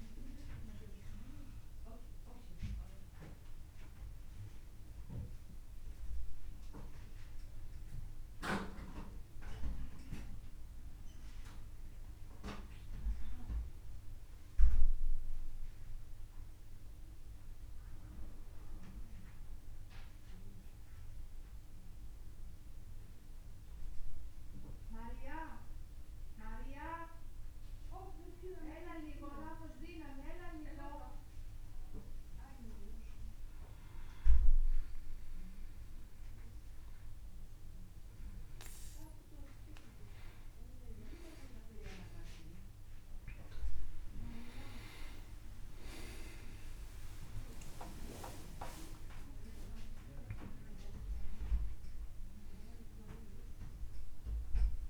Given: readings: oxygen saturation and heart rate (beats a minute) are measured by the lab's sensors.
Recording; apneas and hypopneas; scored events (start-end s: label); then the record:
breathing in sleep by a room microphone; 1
0.00-4.50 s: oxygen desaturation (device-marked, oxygen 93% lowest, heart rate 39 extreme)
16.50-20.00 s: arousal
22.50-37.50 s: obstructive apnea (oxygen 97% before, 93% lowest, heart rate 54 before, 35 extreme, up 11 after)
39.50-43.50 s: arousal
41.50-54.90 s: oxygen desaturation (device-marked, oxygen 97% before, 93% lowest, heart rate 52 before, 34 extreme)
From the record:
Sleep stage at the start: N1 (lightest sleep); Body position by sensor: on the back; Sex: male